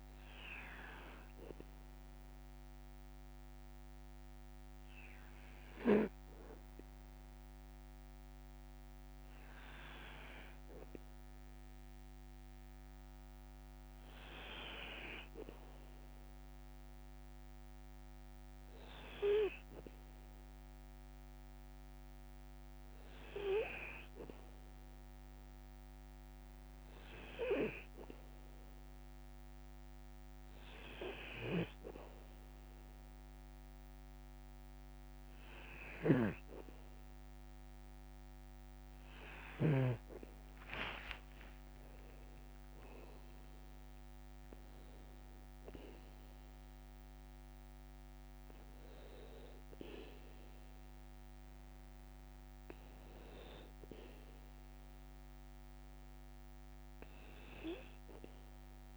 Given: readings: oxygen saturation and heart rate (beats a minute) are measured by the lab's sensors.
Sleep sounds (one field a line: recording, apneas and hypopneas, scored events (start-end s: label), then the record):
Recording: breathing in sleep by a microphone on the trachea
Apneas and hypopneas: 1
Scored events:
0.50-13.00 s: obstructive apnea (oxygen 96% before, 94% lowest, heart rate 58 before, 54 extreme, up 2 after)
15.00-18.50 s: arousal
36.00-40.00 s: snoring (device-marked)
40.50-42.50 s: long interval between heartbeats (device-marked, heart rate 58 before, 69 extreme)
From the record:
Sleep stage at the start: N2 (light sleep)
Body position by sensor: on the back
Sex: male